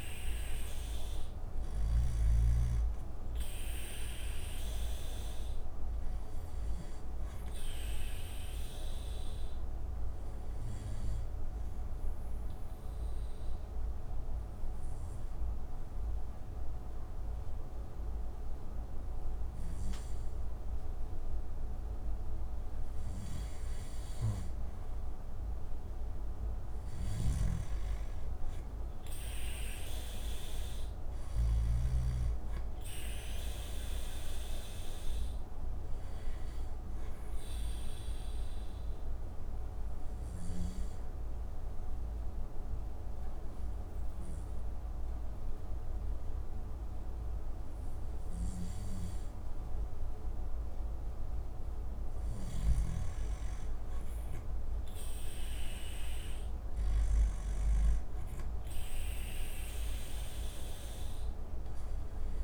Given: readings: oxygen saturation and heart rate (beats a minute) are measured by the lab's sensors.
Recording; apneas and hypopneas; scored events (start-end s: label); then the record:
breathing in sleep, hard to hear, by a room microphone; 2
4.50-22.50 s: oxygen desaturation (device-marked, oxygen 96% before, 90% lowest)
6.50-24.00 s: obstructive apnea (oxygen 96% before, 90% lowest)
26.50-29.50 s: arousal
32.50-51.50 s: oxygen desaturation (device-marked, oxygen 96% before, 90% lowest)
34.50-50.50 s: obstructive apnea (oxygen 96% before, 90% lowest)
55.50-58.00 s: arousal
From the record:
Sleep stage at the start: N2 (light sleep); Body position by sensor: on the back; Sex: male